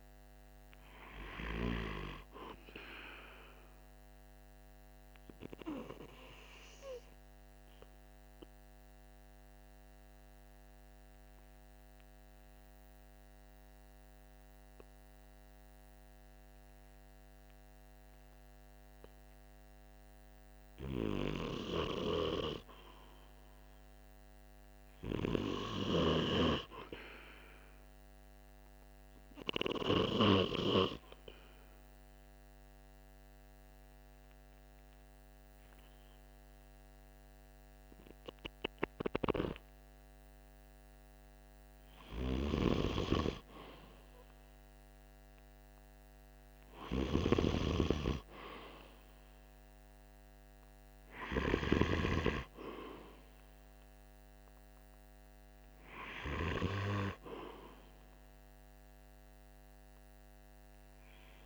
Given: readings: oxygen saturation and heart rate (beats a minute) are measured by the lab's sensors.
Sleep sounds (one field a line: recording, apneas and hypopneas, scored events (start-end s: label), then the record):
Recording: breathing in sleep by a microphone on the trachea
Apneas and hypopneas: 2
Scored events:
0.00-4.00 s: oxygen desaturation (device-marked, oxygen 94% lowest, heart rate 43 extreme)
3.00-19.00 s: obstructive apnea (oxygen 98% before, 93% lowest, heart rate 46 before, 43 extreme, up 2 after)
23.00-26.50 s: arousal
30.50-41.50 s: obstructive apnea (oxygen 96% before, 93% lowest, heart rate 45 before, 44 extreme, up 2 after)
43.00-46.50 s: arousal
From the record:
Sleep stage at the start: N2 (light sleep)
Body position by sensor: on the right side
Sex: male